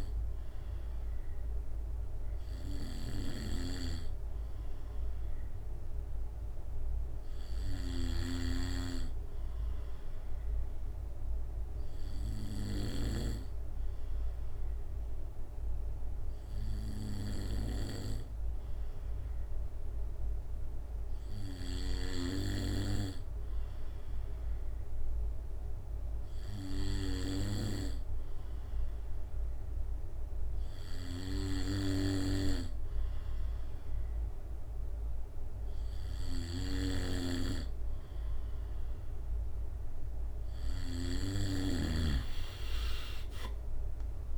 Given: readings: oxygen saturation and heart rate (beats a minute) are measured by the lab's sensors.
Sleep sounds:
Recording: breathing in sleep by a room microphone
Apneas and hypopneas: 1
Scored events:
3.00-6.50 s: arousal
9.00-22.00 s: obstructive apnea (oxygen 96% before, 94% lowest, heart rate 67 before, 65 extreme, up 2 after)
25.50-29.00 s: arousal
37.00-42.00 s: snoring (device-marked)
From the record:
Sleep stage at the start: N2 (light sleep)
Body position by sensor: on the back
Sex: male

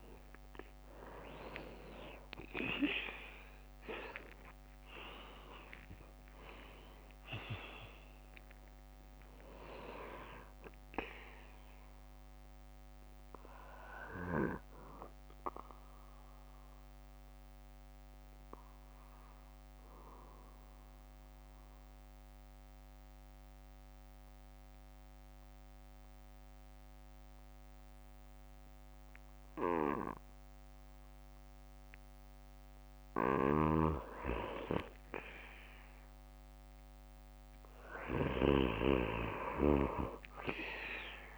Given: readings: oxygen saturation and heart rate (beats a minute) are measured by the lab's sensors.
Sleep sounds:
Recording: breathing in sleep by a microphone on the trachea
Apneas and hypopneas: 1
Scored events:
3.50-7.50 s: arousal
17.00-26.00 s: bradycardia (device-marked, heart rate 63 before, 54 extreme)
17.00-33.00 s: obstructive apnea (oxygen 96% before, 93% lowest, heart rate 66 before, 54 extreme, up 16 after)
34.50-39.00 s: arousal
38.00-41.38 s: snoring (device-marked)
From the record:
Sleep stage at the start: N2 (light sleep)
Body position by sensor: on the back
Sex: male

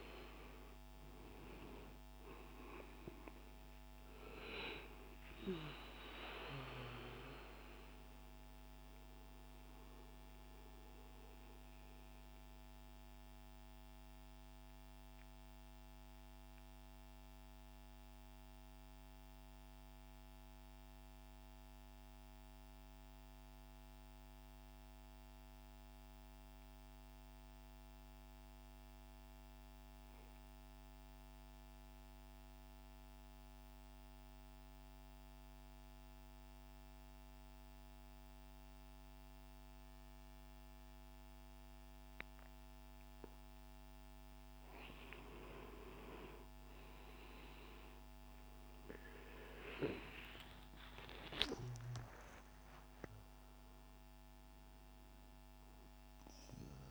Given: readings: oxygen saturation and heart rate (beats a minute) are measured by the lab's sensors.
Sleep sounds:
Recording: breathing in sleep by a microphone on the trachea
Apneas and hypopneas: 1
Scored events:
0.00-27.00 s: oxygen desaturation (device-marked, oxygen 86% lowest, heart rate 53 extreme)
9.50-44.50 s: central apnea (oxygen 95% before, 86% lowest, heart rate 78 before, 53 extreme, up 21 after)
44.00-56.91 s: oxygen desaturation (device-marked, oxygen 98% before, 92% lowest, heart rate 60 before, 57 extreme)
49.00-54.00 s: arousal
From the record:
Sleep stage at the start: N2 (light sleep)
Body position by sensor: on the right side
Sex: male

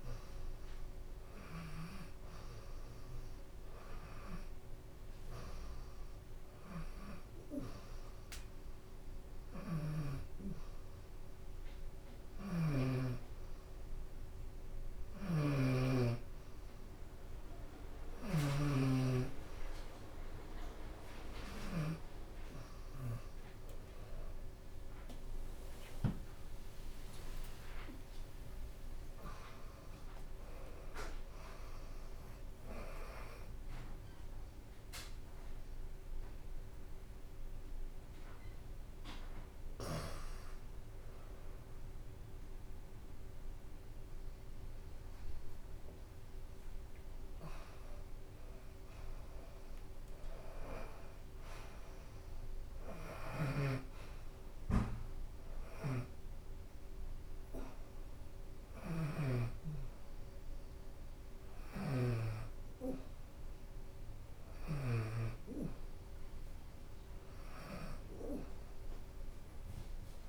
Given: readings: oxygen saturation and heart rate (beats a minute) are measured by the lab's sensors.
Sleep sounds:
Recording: breathing in sleep by a room microphone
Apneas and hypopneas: none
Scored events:
0.00-2.50 s: drop in pulse transit time (device-marked)
0.50-2.50 s: long interval between heartbeats (device-marked, heart rate 59 before, 124 extreme)
8.50-24.50 s: bradycardia (device-marked)
14.50-16.50 s: long interval between heartbeats (device-marked)
22.50-24.50 s: long interval between heartbeats (device-marked, heart rate 68 before, 37 extreme)
23.50-24.50 s: drop in pulse transit time (device-marked, heart rate 64 before, 58 extreme)
25.50-27.50 s: long interval between heartbeats (device-marked, heart rate 57 before, 58 extreme)
25.50-29.00 s: arousal
26.50-27.50 s: drop in pulse transit time (device-marked, heart rate 54 before, 58 extreme)
26.50-31.50 s: bradycardia (device-marked, heart rate 82 before, 37 extreme)
33.50-41.50 s: drop in pulse transit time (device-marked, heart rate 39 before, 59 extreme)
36.00-38.00 s: long interval between heartbeats (device-marked, heart rate 44 before, 73 extreme)
38.50-43.50 s: bradycardia (device-marked, heart rate 81 before, 46 extreme)
From the record:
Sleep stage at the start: N2 (light sleep)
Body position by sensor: upright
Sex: female

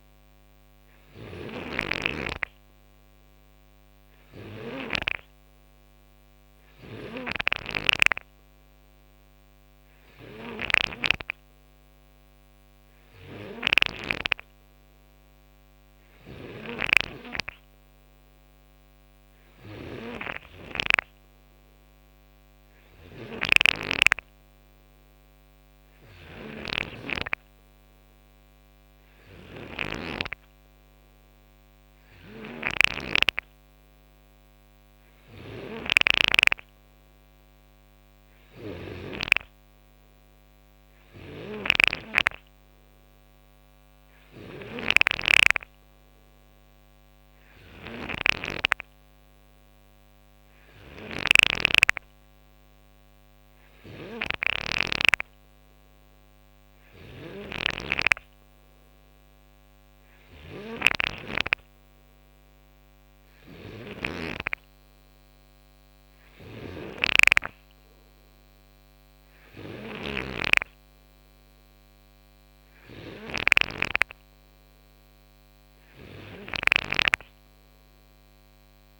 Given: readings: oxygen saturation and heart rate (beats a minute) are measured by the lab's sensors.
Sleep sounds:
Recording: breathing in sleep by a microphone on the trachea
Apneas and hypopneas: none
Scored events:
0.00-4.50 s: snoring (device-marked)
6.50-38.50 s: snoring (device-marked)
40.50-79.00 s: snoring (device-marked)
62.00-79.00 s: new sleep stage, N3 (deep sleep)
From the record:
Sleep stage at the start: N2 (light sleep)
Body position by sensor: on the right side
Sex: male

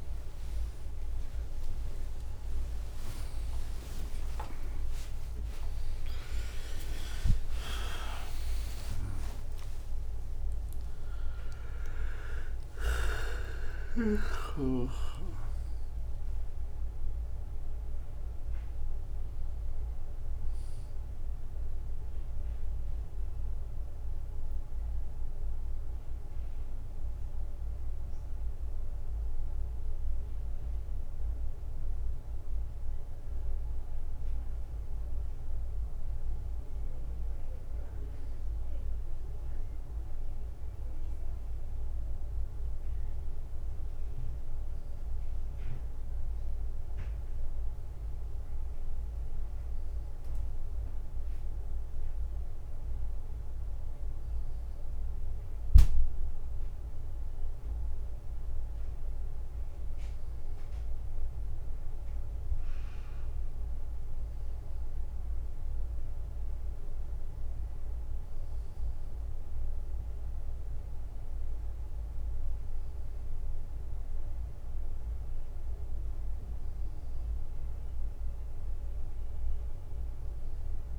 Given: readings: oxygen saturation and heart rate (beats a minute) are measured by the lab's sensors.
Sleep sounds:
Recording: a person partly awake in a sleep study, by a room microphone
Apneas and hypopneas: none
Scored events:
0.50-5.50 s: oxygen desaturation (device-marked, oxygen 94% before, 91% lowest, heart rate 87 before, 69 extreme)
4.00-6.00 s: long interval between heartbeats (device-marked, heart rate 89 before, 96 extreme)
11.50-24.50 s: drop in pulse transit time (device-marked, heart rate 97 before, 72 extreme)
34.50-80.99 s: new sleep stage, N1 (lightest sleep)
57.50-80.99 s: oxygen desaturation (device-marked, oxygen 96% before, 93% lowest, heart rate 75 before, 77 extreme)
From the record:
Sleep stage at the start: awake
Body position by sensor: on the right side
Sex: male

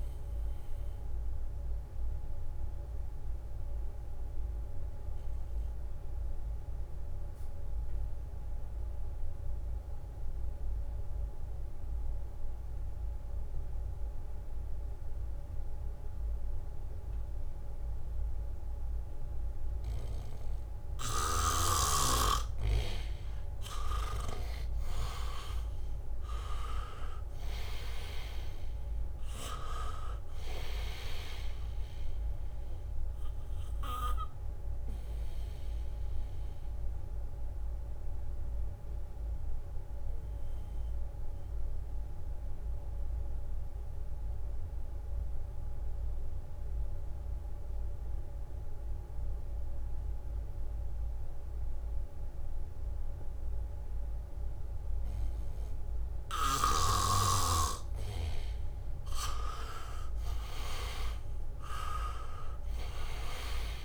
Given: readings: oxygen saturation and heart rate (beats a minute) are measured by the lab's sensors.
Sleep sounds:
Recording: breathing in sleep by a room microphone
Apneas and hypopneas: 2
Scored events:
0.00-10.00 s: oxygen desaturation (device-marked, oxygen 80% lowest, heart rate 66 extreme)
1.50-22.50 s: mixed apnea (oxygen 98% before, 80% lowest, heart rate 69 before, 66 extreme, up 1 after)
24.00-51.00 s: oxygen desaturation (device-marked, oxygen 99% before, 81% lowest, heart rate 71 before, 65 extreme)
25.50-29.50 s: arousal
33.50-58.00 s: mixed apnea (oxygen 99% before, 80% lowest, heart rate 70 before, 65 extreme, up 0 after)
53.00-63.85 s: oxygen desaturation (device-marked, oxygen 99% before, 80% lowest, heart rate 72 before, 65 extreme)
56.50-63.00 s: leg movement (device-marked)
62.50-63.85 s: arousal
From the record:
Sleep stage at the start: N2 (light sleep)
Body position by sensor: on the back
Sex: male

